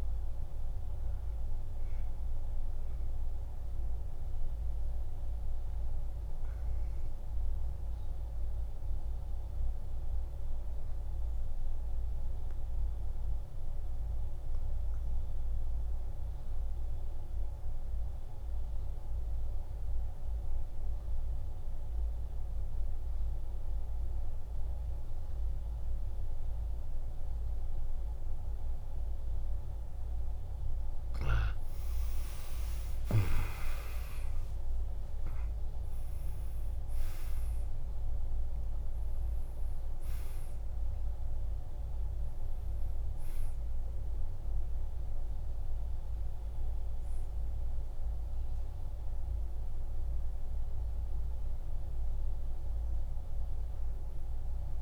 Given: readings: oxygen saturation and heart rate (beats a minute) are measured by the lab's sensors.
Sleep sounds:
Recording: breathing in sleep, hard to hear, by a room microphone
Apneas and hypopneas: 1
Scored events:
0.00-15.00 s: oxygen desaturation (device-marked, oxygen 94% lowest, heart rate 49 extreme)
9.50-30.50 s: obstructive apnea (oxygen 99% before, 89% lowest, heart rate 54 before, 48 extreme)
29.00-54.82 s: oxygen desaturation (device-marked, oxygen 98% before, 89% lowest, heart rate 51 before, 47 extreme)
31.00-36.00 s: tachycardia (device-marked, heart rate 56 before, 110 extreme)
32.00-36.50 s: arousal
32.50-34.50 s: long interval between heartbeats (device-marked, heart rate 51 before, 74 extreme)
34.50-36.50 s: long interval between heartbeats (device-marked, heart rate 54 before, 105 extreme)
From the record:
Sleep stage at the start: N2 (light sleep)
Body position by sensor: on the back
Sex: male

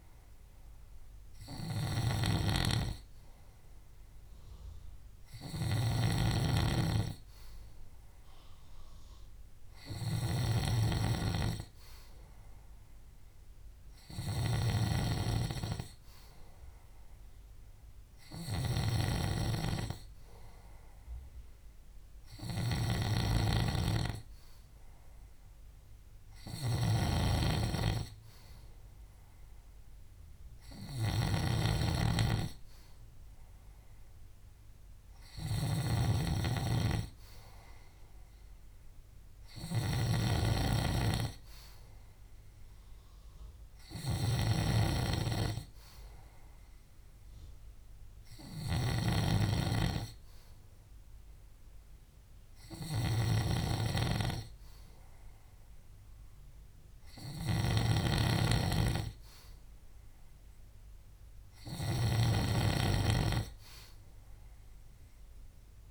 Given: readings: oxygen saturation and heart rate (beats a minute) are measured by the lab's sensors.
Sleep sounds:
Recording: breathing in sleep by a room microphone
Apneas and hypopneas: none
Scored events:
0.00-65.90 s: snoring (device-marked)
From the record:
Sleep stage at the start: N2 (light sleep)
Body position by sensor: on the left side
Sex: male

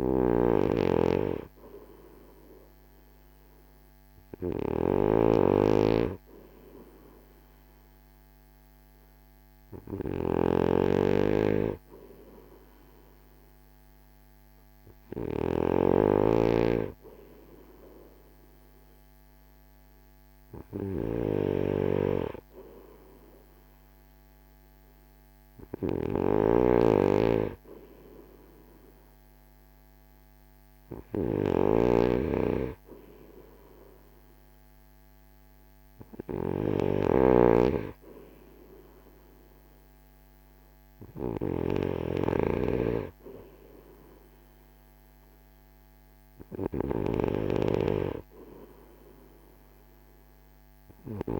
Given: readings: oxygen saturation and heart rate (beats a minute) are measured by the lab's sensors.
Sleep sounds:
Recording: breathing in sleep by a microphone on the trachea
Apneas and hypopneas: none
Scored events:
0.00-15.50 s: snoring (device-marked)
25.50-51.40 s: snoring (device-marked)
From the record:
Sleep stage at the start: N2 (light sleep)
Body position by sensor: on the front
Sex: male

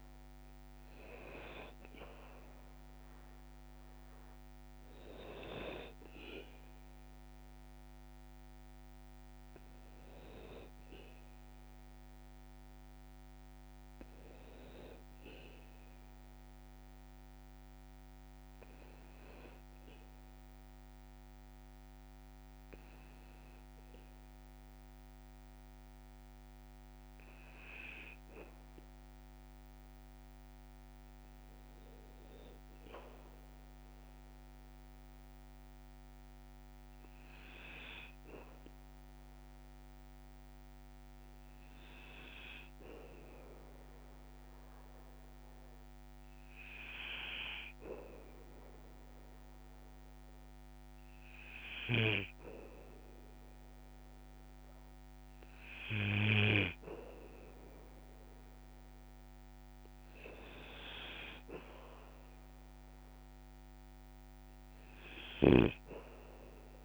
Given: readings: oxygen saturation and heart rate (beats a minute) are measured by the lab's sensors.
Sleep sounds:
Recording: breathing in sleep by a microphone on the trachea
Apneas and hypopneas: 1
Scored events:
35.50-51.50 s: hypopnea (oxygen 98% before, 95% lowest, heart rate 56 before, 57 extreme, up 3 after)
54.50-58.00 s: arousal
From the record:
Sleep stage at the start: N2 (light sleep)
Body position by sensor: on the back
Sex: male

